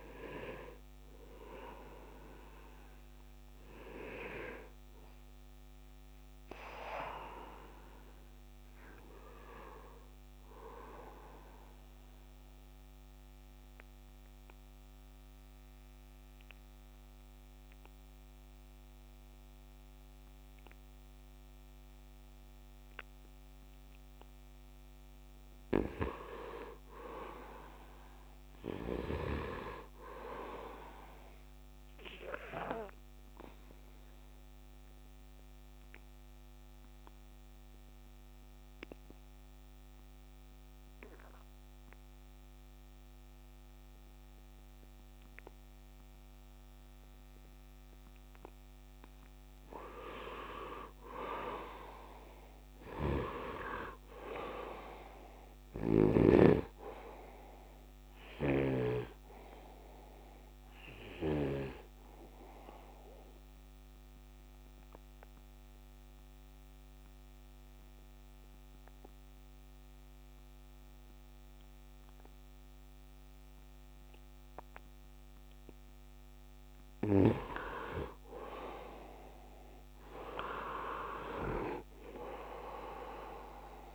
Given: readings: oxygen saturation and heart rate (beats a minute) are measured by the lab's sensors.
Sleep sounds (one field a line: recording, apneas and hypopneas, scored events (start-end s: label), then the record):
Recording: breathing in sleep by a microphone on the trachea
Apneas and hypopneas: 3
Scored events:
0.00-5.00 s: oxygen desaturation (device-marked, oxygen 89% lowest, heart rate 74 extreme)
5.00-8.00 s: arousal
11.00-25.00 s: obstructive apnea (oxygen 98% before, 86% lowest, heart rate 80 before, 74 extreme, up 6 after)
26.50-29.50 s: arousal
30.00-44.00 s: oxygen desaturation (device-marked, oxygen 97% before, 89% lowest, heart rate 75 before, 72 extreme)
34.00-50.00 s: obstructive apnea (oxygen 98% before, 85% lowest, heart rate 76 before, 72 extreme, up 5 after)
51.00-54.50 s: arousal
54.00-72.00 s: oxygen desaturation (device-marked, oxygen 97% before, 86% lowest, heart rate 78 before, 72 extreme)
55.50-59.00 s: snoring (device-marked)
63.00-77.50 s: obstructive apnea (oxygen 97% before, 85% lowest, heart rate 79 before, 72 extreme, up 10 after)
78.50-81.50 s: arousal
80.00-83.95 s: oxygen desaturation (device-marked, oxygen 98% before, 85% lowest, heart rate 75 before, 73 extreme)
From the record:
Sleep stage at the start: N2 (light sleep)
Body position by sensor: on the right side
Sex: male